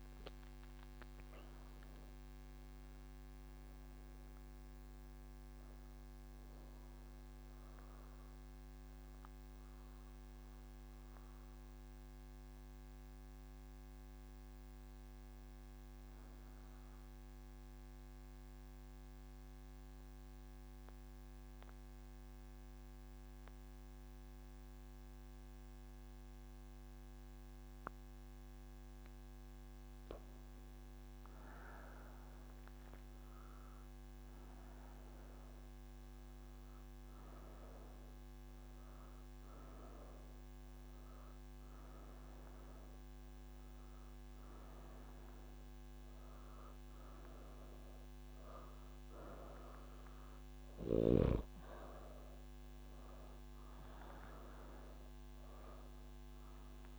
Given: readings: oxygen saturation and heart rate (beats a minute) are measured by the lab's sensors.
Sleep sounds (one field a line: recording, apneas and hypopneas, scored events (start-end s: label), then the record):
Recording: breathing in sleep, hard to hear, by a microphone on the trachea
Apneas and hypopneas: none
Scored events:
0.00-19.00 s: oxygen desaturation (device-marked, oxygen 88% lowest)
41.00-56.99 s: oxygen desaturation (device-marked, oxygen 99% before, 92% lowest)
From the record:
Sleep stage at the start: N3 (deep sleep)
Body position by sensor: on the right side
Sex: female